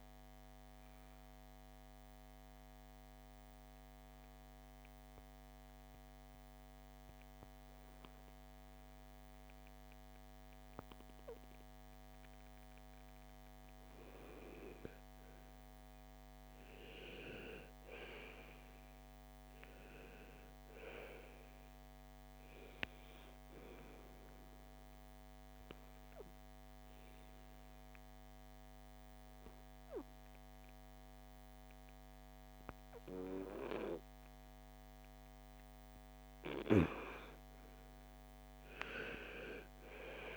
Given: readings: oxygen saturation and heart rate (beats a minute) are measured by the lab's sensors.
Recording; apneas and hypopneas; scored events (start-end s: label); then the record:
breathing in sleep by a microphone on the trachea; 2
0.00-11.00 s: oxygen desaturation (device-marked, oxygen 91% lowest, heart rate 54 extreme)
4.00-14.00 s: obstructive apnea (oxygen 97% before, 90% lowest, heart rate 62 before, 54 extreme, up 9 after)
15.50-20.00 s: arousal
20.00-33.00 s: oxygen desaturation (device-marked, oxygen 98% before, 92% lowest, heart rate 58 before, 55 extreme)
24.50-35.50 s: obstructive apnea (oxygen 98% before, 90% lowest, heart rate 58 before, 55 extreme, up 7 after)
37.00-40.37 s: arousal
From the record:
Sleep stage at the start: N2 (light sleep); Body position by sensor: on the right side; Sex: female